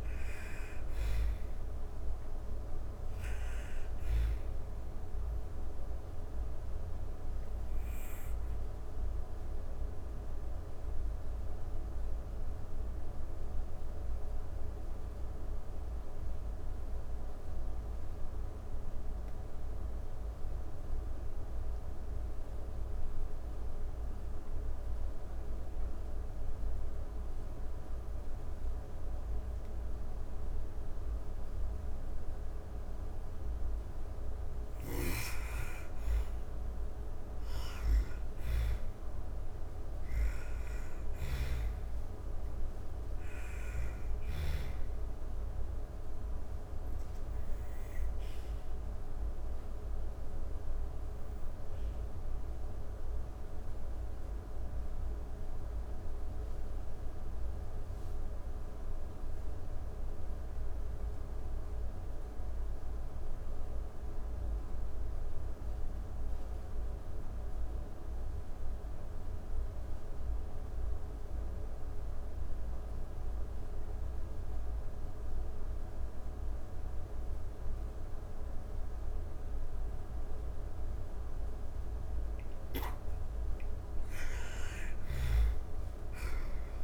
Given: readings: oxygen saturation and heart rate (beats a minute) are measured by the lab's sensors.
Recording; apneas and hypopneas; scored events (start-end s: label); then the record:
breathing in sleep, hard to hear, by a room microphone; 2
0.00-17.50 s: oxygen desaturation (device-marked, oxygen 79% lowest)
4.00-32.50 s: obstructive apnea (oxygen 98% before, 79% lowest)
35.00-40.00 s: arousal
37.50-61.50 s: oxygen desaturation (device-marked, oxygen 98% before, 89% lowest)
39.50-43.00 s: snoring (device-marked)
44.50-81.50 s: obstructive apnea (oxygen 99% before, 82% lowest)
74.50-86.84 s: oxygen desaturation (device-marked, oxygen 98% before, 82% lowest)
83.00-86.84 s: arousal
83.50-86.84 s: snoring (device-marked)
From the record:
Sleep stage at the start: N2 (light sleep); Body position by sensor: on the back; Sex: female